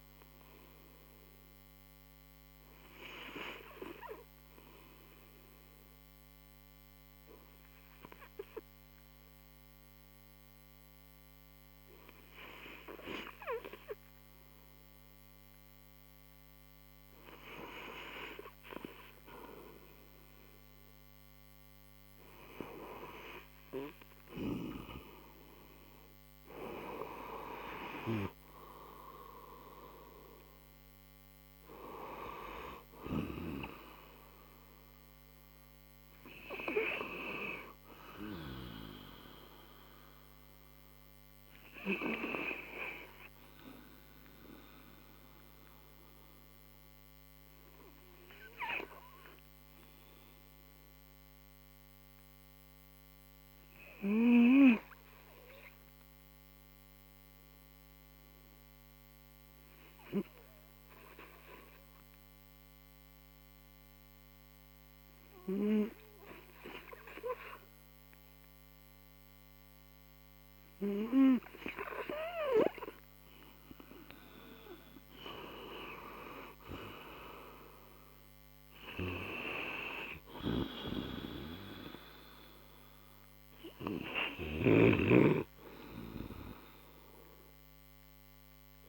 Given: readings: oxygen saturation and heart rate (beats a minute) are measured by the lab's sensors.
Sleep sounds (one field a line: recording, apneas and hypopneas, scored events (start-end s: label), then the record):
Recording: breathing in sleep by a microphone on the trachea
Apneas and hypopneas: 2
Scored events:
3.50-15.00 s: obstructive apnea (oxygen 94% before, 83% lowest)
7.50-20.50 s: oxygen desaturation (device-marked, oxygen 92% before, 86% lowest)
25.50-29.00 s: arousal
34.50-56.50 s: oxygen desaturation (device-marked, oxygen 90% before, 83% lowest)
44.00-74.00 s: obstructive apnea (oxygen 91% before, 84% lowest)
72.50-88.89 s: oxygen desaturation (device-marked, oxygen 98% before, 90% lowest)
75.50-79.50 s: arousal
From the record:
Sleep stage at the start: N2 (light sleep)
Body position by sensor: on the right side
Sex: male